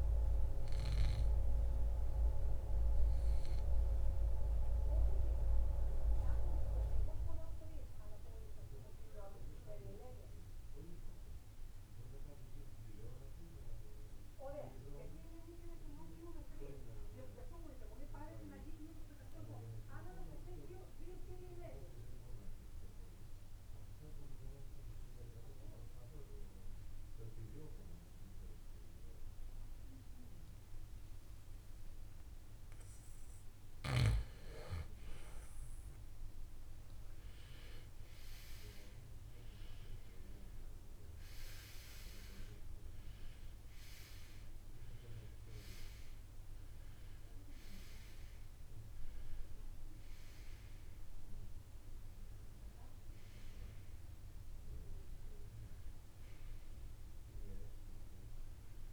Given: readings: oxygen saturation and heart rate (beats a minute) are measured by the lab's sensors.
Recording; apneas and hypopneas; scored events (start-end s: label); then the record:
breathing in sleep by a room microphone; 1
0.00-23.00 s: oxygen desaturation (device-marked, oxygen 87% lowest, heart rate 52 extreme)
4.00-33.00 s: obstructive apnea (oxygen 96% before, 84% lowest, heart rate 63 before, 52 extreme, up 13 after)
34.00-39.00 s: arousal
From the record:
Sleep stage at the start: REM sleep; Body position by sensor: on the right side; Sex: male